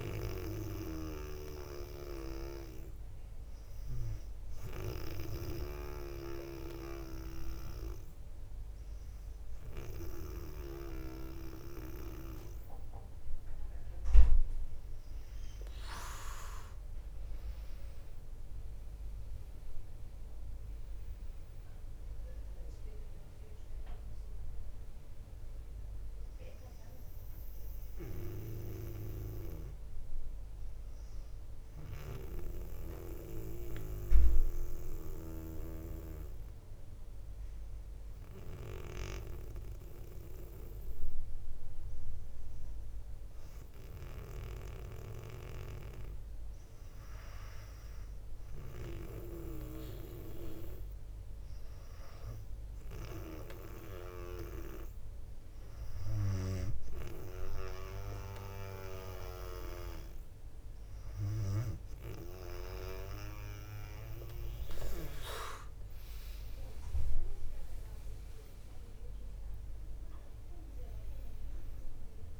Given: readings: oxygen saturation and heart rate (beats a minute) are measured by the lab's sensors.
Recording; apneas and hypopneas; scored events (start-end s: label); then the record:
breathing in sleep by a room microphone; 2
0.00-15.50 s: oxygen desaturation (device-marked, oxygen 94% lowest, heart rate 58 extreme)
3.00-15.00 s: obstructive apnea (oxygen 99% before, 94% lowest, heart rate 62 before, 58 extreme, up 3 after)
18.50-24.00 s: arousal
32.50-47.00 s: mixed apnea (oxygen 99% before, 97% lowest, heart rate 62 before, 58 extreme, up 5 after)
64.00-70.00 s: arousal
From the record:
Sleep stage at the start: N2 (light sleep); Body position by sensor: on the back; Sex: female